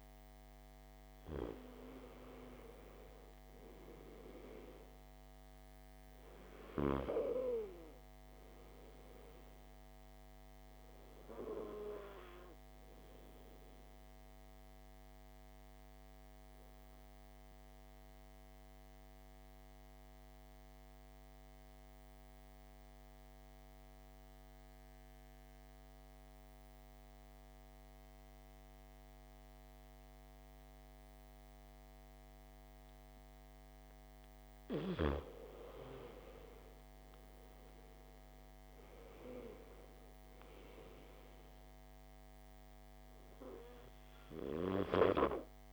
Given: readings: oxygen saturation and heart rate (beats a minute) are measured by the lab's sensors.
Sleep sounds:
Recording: breathing in sleep by a microphone on the trachea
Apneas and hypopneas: 1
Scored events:
0.00-5.00 s: oxygen desaturation (device-marked, oxygen 88% lowest, heart rate 50 extreme)
7.00-10.50 s: arousal
13.00-35.00 s: oxygen desaturation (device-marked, oxygen 98% before, 88% lowest, heart rate 55 before, 50 extreme)
13.50-35.50 s: mixed apnea (oxygen 98% before, 88% lowest, heart rate 55 before, 50 extreme, up 10 after)
38.00-41.00 s: arousal
From the record:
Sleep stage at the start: N2 (light sleep)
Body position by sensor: on the back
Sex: male

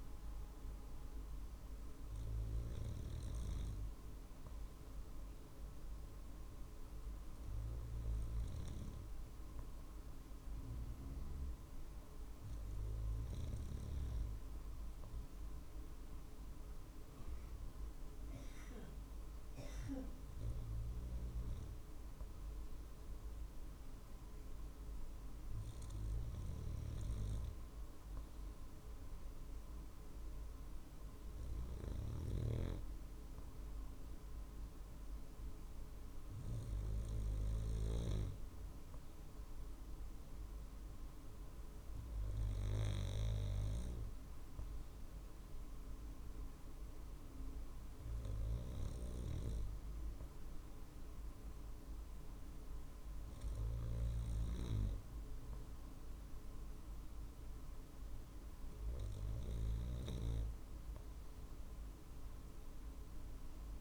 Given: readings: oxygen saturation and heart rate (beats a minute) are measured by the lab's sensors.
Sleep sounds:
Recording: breathing in sleep by a room microphone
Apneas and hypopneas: none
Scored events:
none scored
From the record:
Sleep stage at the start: N2 (light sleep)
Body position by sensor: on the right side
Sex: male

